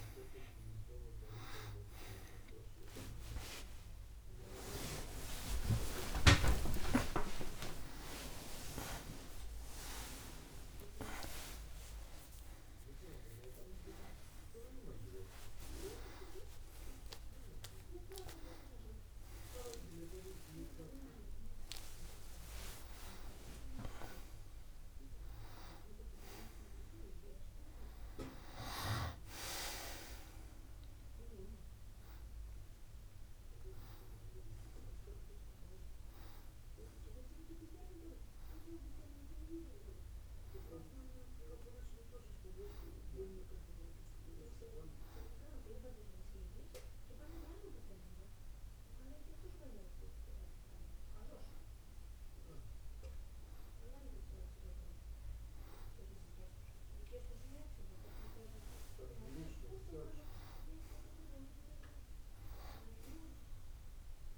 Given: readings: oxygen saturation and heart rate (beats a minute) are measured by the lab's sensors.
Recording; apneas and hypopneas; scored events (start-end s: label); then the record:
a person awake in a sleep study, by a room microphone; none
17.50-31.50 s: oxygen desaturation (device-marked, oxygen 97% before, 93% lowest, heart rate 101 before, 51 extreme)
45.50-64.38 s: new sleep stage, N1 (lightest sleep)
From the record:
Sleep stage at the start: awake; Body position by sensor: on the back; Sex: male